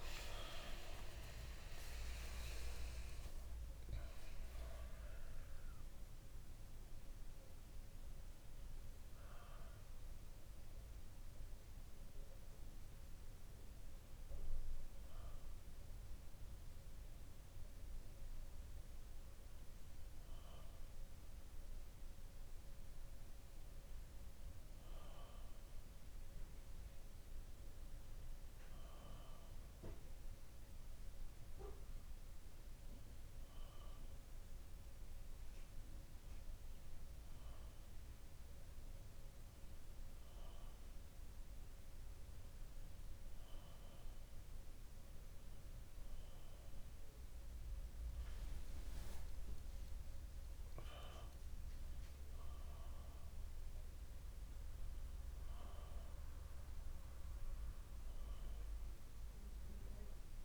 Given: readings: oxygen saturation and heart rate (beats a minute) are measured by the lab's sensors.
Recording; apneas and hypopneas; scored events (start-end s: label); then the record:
breathing in sleep by a room microphone; none
0.00-1.50 s: arousal
0.00-22.50 s: oxygen desaturation (device-marked, oxygen 92% lowest, heart rate 65 extreme)
18.50-60.45 s: new sleep stage, N2 (light sleep)
From the record:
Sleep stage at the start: N1 (lightest sleep); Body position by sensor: on the back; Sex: male